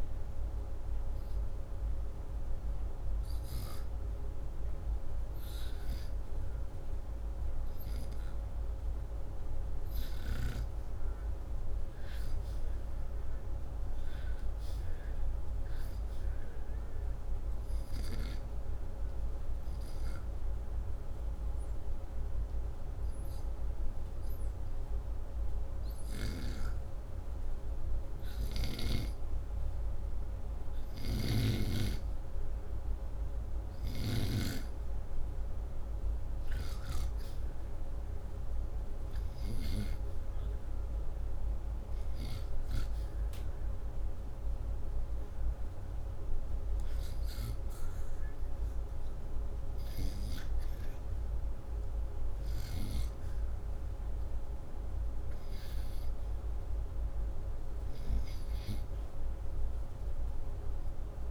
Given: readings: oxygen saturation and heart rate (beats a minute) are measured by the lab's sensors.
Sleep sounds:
breathing in sleep by a room microphone; 1
16.00-44.00 s: oxygen desaturation (device-marked, oxygen 99% before, 93% lowest, heart rate 78 before, 77 extreme)
19.00-29.50 s: hypopnea (oxygen 99% before, 92% lowest, heart rate 78 before, 77 extreme, up 1 after)
31.00-34.50 s: arousal
46.00-61.31 s: oxygen desaturation (device-marked, oxygen 96% before, 92% lowest, heart rate 80 before, 81 extreme)
From the record:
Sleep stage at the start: REM sleep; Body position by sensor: upright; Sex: male

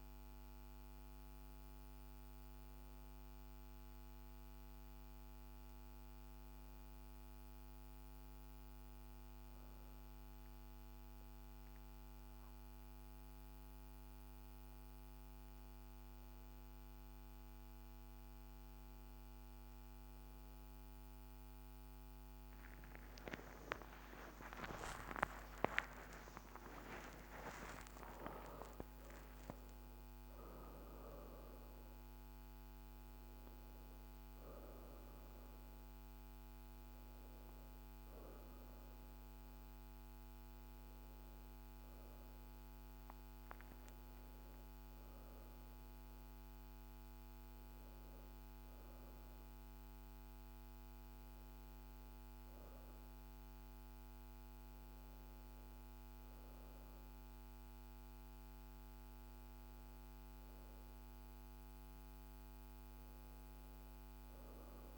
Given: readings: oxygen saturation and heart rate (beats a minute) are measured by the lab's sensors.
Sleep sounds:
breathing in sleep by a microphone on the trachea; none
19.00-33.00 s: oxygen desaturation (device-marked, oxygen 95% before, 92% lowest)
22.50-27.50 s: arousal
61.00-64.98 s: oxygen desaturation (device-marked, oxygen 97% before, 93% lowest)
From the record:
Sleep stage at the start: N1 (lightest sleep); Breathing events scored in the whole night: 171 in 4.5 hours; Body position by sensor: on the back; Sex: female

